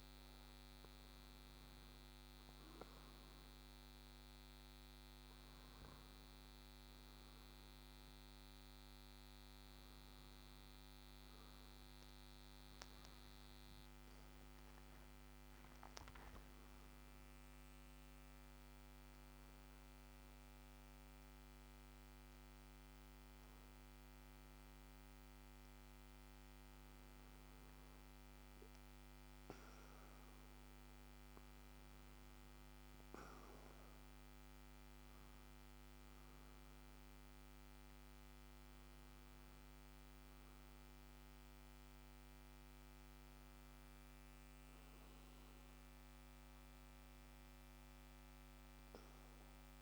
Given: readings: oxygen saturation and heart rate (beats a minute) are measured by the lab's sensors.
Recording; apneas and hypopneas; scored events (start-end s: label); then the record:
breathing in sleep, hard to hear, by a microphone on the trachea; none
none scored
From the record:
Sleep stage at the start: N2 (light sleep); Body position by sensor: on the back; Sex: male